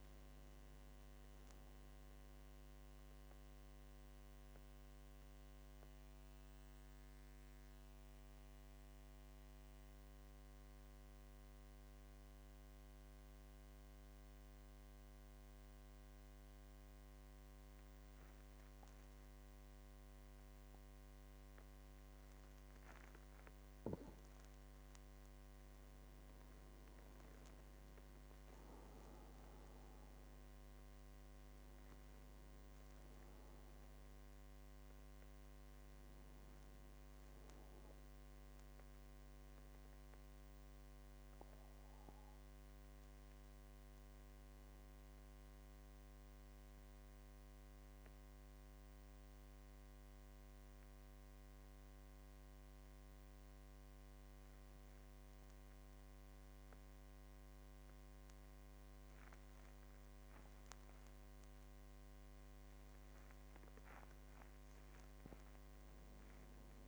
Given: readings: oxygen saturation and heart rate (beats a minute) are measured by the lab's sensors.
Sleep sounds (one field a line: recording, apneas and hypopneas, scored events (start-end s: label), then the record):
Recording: breathing in sleep, hard to hear, by a microphone on the trachea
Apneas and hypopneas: 2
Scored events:
0.00-10.00 s: oxygen desaturation (device-marked, oxygen 90% lowest, heart rate 48 extreme)
2.50-22.50 s: mixed apnea (oxygen 98% before, 90% lowest, heart rate 56 before, 45 extreme, up 4 after)
23.00-48.00 s: oxygen desaturation (device-marked, oxygen 99% before, 90% lowest, heart rate 50 before, 45 extreme)
25.00-28.50 s: arousal
44.00-62.00 s: obstructive apnea (oxygen 99% before, 90% lowest, heart rate 51 before, 47 extreme, up 4 after)
63.00-66.88 s: oxygen desaturation (device-marked, oxygen 98% before, 91% lowest, heart rate 48 before, 46 extreme)
From the record:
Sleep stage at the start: N2 (light sleep)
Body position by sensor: on the back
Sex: male